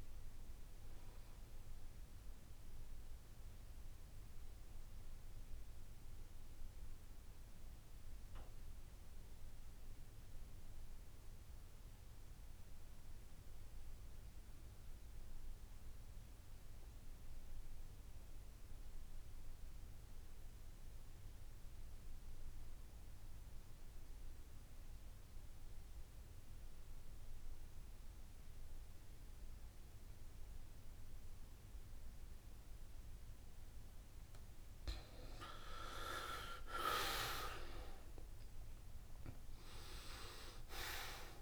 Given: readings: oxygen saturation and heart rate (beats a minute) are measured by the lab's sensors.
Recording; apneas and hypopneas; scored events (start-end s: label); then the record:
breathing in sleep by a room microphone; 1
0.00-1.50 s: oxygen desaturation (device-marked, oxygen 82% lowest, heart rate 66 extreme)
4.00-34.00 s: obstructive apnea (oxygen 95% before, 79% lowest, heart rate 77 before, 66 extreme, up 8 after)
22.50-41.42 s: oxygen desaturation (device-marked, oxygen 94% before, 79% lowest, heart rate 68 before, 65 extreme)
36.50-40.00 s: arousal
From the record:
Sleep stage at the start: N2 (light sleep); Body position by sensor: on the back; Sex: male